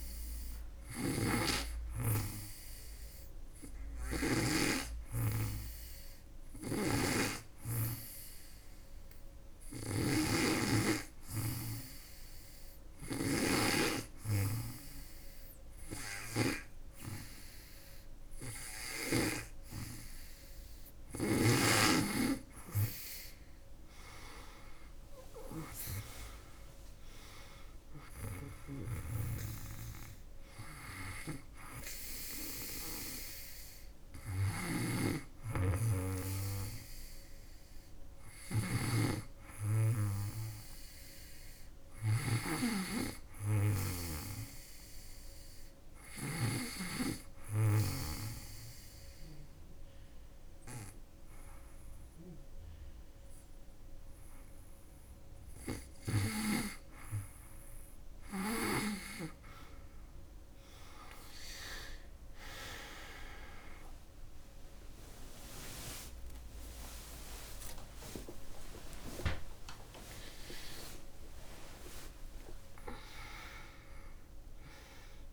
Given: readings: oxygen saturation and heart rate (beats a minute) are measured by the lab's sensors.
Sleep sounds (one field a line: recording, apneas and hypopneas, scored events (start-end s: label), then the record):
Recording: breathing in sleep by a room microphone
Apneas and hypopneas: 2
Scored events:
0.00-4.00 s: snoring (device-marked)
6.00-19.00 s: snoring (device-marked)
7.50-19.50 s: hypopnea (oxygen 97% before, 94% lowest, heart rate 82 before, 71 extreme, up 5 after)
23.50-28.00 s: arousal
28.00-46.00 s: snoring (device-marked)
46.00-56.00 s: obstructive apnea (oxygen 97% before, 94% lowest, heart rate 80 before, 78 extreme, up 8 after)
66.50-72.00 s: arousal
72.50-75.33 s: oxygen desaturation (device-marked, oxygen 98% before, 94% lowest, heart rate 93 before, 72 extreme)
From the record:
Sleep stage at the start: N2 (light sleep)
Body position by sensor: on the back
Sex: female